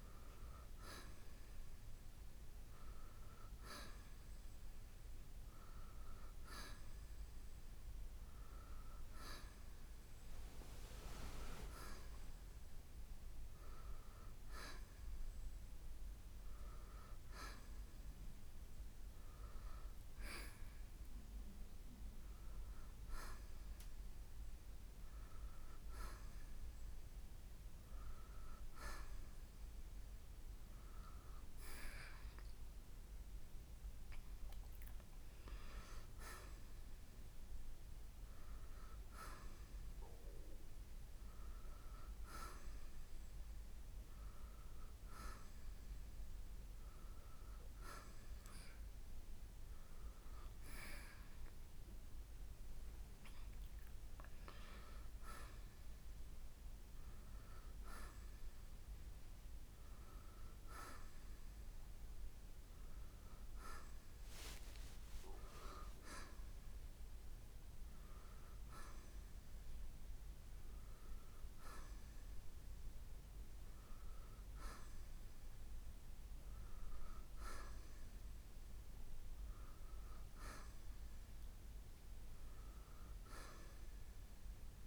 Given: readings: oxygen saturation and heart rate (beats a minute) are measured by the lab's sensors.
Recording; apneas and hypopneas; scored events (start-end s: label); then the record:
breathing in sleep by a room microphone; none
none scored
From the record:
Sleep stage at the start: N1 (lightest sleep); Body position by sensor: on the right side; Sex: male